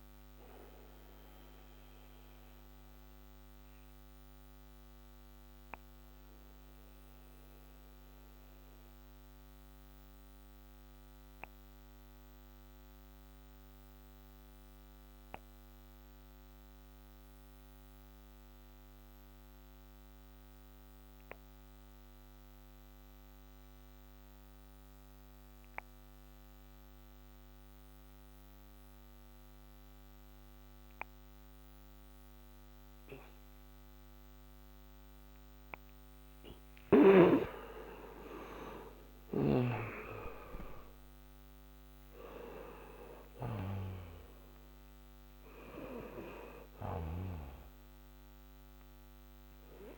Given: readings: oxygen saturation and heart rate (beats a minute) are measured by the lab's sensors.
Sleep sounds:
breathing in sleep by a microphone on the trachea; 1
0.00-21.00 s: oxygen desaturation (device-marked, oxygen 89% lowest, heart rate 54 extreme)
0.50-36.00 s: obstructive apnea (oxygen 98% before, 88% lowest, heart rate 74 before, 54 extreme, up 12 after)
37.50-42.00 s: arousal
46.00-49.98 s: oxygen desaturation (device-marked, oxygen 95% before, 88% lowest, heart rate 66 before, 55 extreme)
From the record:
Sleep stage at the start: N2 (light sleep); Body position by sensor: on the back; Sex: male

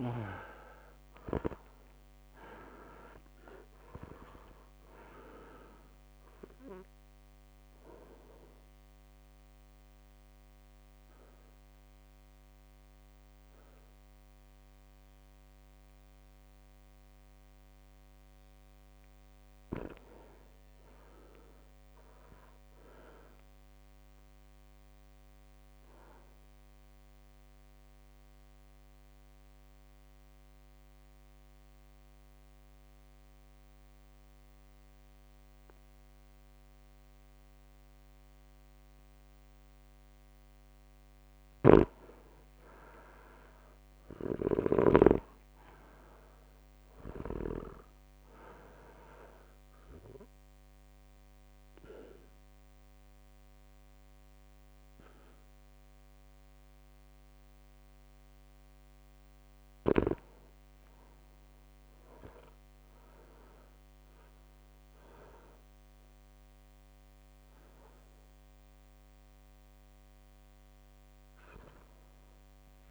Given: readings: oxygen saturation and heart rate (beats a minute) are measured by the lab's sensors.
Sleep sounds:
breathing in sleep by a microphone on the trachea; 3
0.00-1.00 s: arousal
0.00-14.00 s: drop in pulse transit time (device-marked, heart rate 58 before, 54 extreme)
6.50-17.50 s: obstructive apnea (oxygen 99% before, 94% lowest, heart rate 59 before, 54 extreme, up 7 after)
14.00-25.00 s: oxygen desaturation (device-marked, oxygen 98% before, 94% lowest, heart rate 59 before, 55 extreme)
19.00-21.50 s: arousal
24.50-40.50 s: obstructive apnea (oxygen 98% before, 95% lowest, heart rate 58 before, 55 extreme, up 6 after)
43.00-46.00 s: arousal
44.00-47.50 s: snoring (device-marked)
49.50-60.50 s: obstructive apnea (oxygen 100% before, 97% lowest, heart rate 58 before, 57 extreme, up 3 after)
62.00-72.00 s: drop in pulse transit time (device-marked, heart rate 59 before, 58 extreme)
62.50-66.00 s: arousal
From the record:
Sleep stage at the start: REM sleep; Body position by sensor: on the back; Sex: male

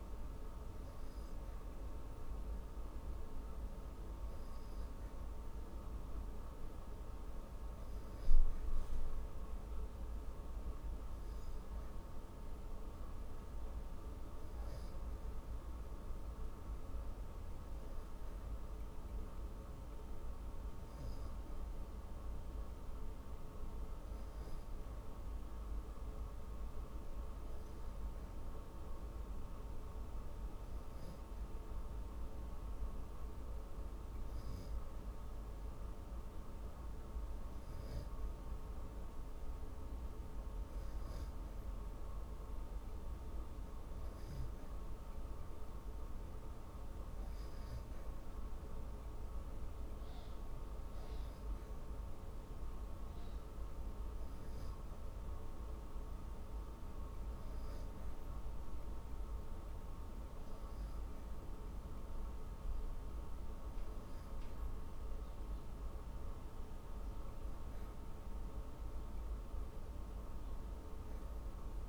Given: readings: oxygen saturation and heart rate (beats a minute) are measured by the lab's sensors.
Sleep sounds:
breathing in sleep, hard to hear, by a room microphone; none
0.00-9.00 s: oxygen desaturation (device-marked, oxygen 90% lowest, heart rate 50 extreme)
From the record:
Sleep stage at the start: N2 (light sleep); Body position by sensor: on the back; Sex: female

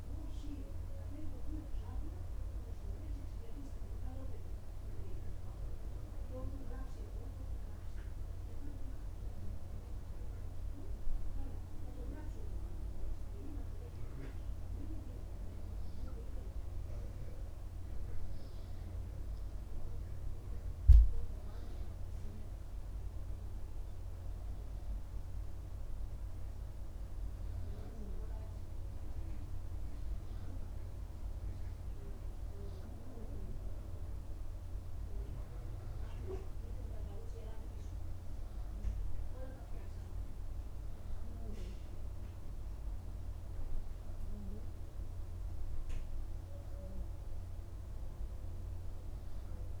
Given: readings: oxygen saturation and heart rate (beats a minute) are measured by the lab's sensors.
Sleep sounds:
breathing in sleep by a room microphone; none
none scored
From the record:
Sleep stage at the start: N2 (light sleep); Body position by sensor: on the right side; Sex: male

